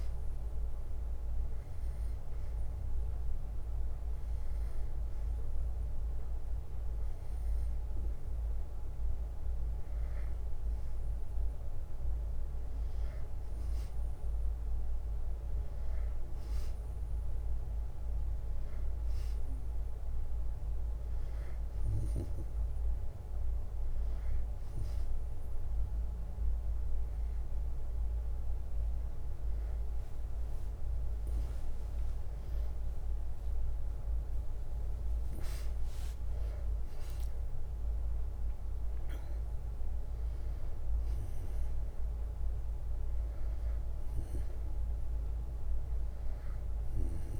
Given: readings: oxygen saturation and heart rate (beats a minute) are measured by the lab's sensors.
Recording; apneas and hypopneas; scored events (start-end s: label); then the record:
breathing in sleep, hard to hear, by a room microphone; none
14.00-20.00 s: bradycardia (device-marked, heart rate 63 before, 56 extreme)
15.00-24.00 s: drop in pulse transit time (device-marked, heart rate 64 before, 56 extreme)
36.00-40.50 s: arousal
From the record:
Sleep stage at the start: N2 (light sleep); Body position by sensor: on the back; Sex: male